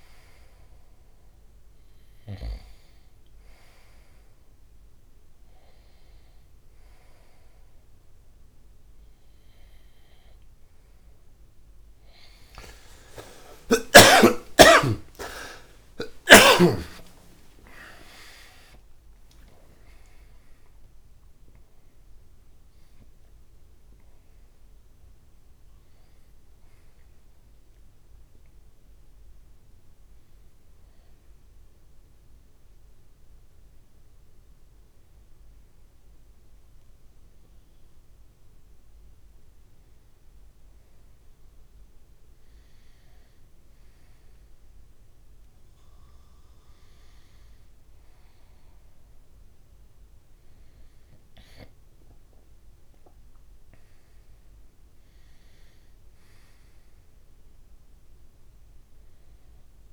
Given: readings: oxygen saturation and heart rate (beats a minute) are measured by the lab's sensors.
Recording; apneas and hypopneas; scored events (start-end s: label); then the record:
a person awake in a sleep study, by a room microphone; none
11.50-18.50 s: tachycardia (device-marked, heart rate 63 before, 150 extreme)
18.50-48.50 s: new sleep stage, awake
48.50-59.93 s: new sleep stage, N2 (light sleep)
50.50-57.50 s: oxygen desaturation (device-marked, oxygen 99% before, 95% lowest, heart rate 77 before, 69 extreme)
From the record:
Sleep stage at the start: N2 (light sleep); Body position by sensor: on the right side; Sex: male